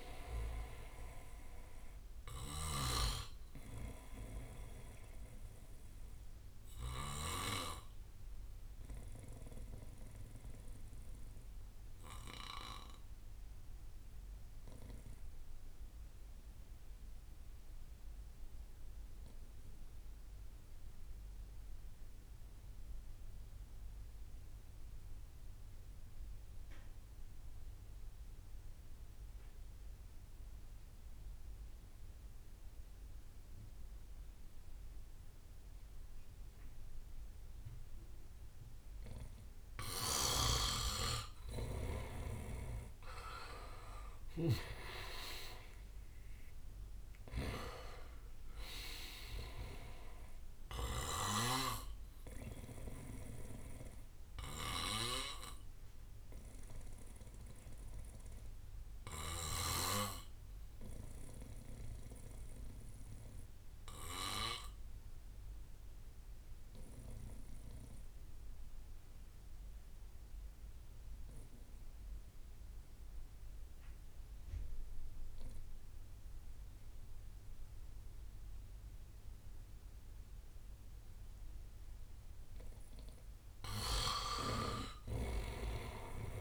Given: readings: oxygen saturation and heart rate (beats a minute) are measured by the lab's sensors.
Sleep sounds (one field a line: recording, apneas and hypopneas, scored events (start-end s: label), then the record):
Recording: breathing in sleep by a room microphone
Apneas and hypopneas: 2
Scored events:
0.00-5.50 s: drop in pulse transit time (device-marked, heart rate 60 extreme)
0.00-16.50 s: oxygen desaturation (device-marked, oxygen 85% lowest, heart rate 53 extreme)
2.00-7.00 s: snoring (device-marked)
2.50-26.50 s: bradycardia (device-marked, heart rate 67 before, 53 extreme)
5.00-39.00 s: obstructive apnea (oxygen 98% before, 85% lowest, heart rate 67 before, 53 extreme, up 14 after)
34.50-62.50 s: oxygen desaturation (device-marked, oxygen 99% before, 86% lowest, heart rate 58 before, 54 extreme)
40.00-44.50 s: snoring (device-marked)
42.00-45.50 s: arousal
42.50-55.50 s: drop in pulse transit time (device-marked, heart rate 60 before, 64 extreme)
50.50-59.50 s: snoring (device-marked)
52.50-61.50 s: bradycardia (device-marked, heart rate 67 before, 54 extreme)
53.00-82.00 s: obstructive apnea (oxygen 99% before, 86% lowest, heart rate 67 before, 54 extreme, up 8 after)
67.50-70.50 s: bradycardia (device-marked, heart rate 66 before, 59 extreme)
71.50-74.50 s: bradycardia (device-marked, heart rate 66 before, 57 extreme)
75.50-77.50 s: bradycardia (device-marked, heart rate 66 before, 58 extreme)
78.50-81.50 s: bradycardia (device-marked, heart rate 66 before, 58 extreme)
80.50-86.41 s: oxygen desaturation (device-marked, oxygen 98% before, 88% lowest, heart rate 59 before, 57 extreme)
From the record:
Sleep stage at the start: N2 (light sleep)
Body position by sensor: on the back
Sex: male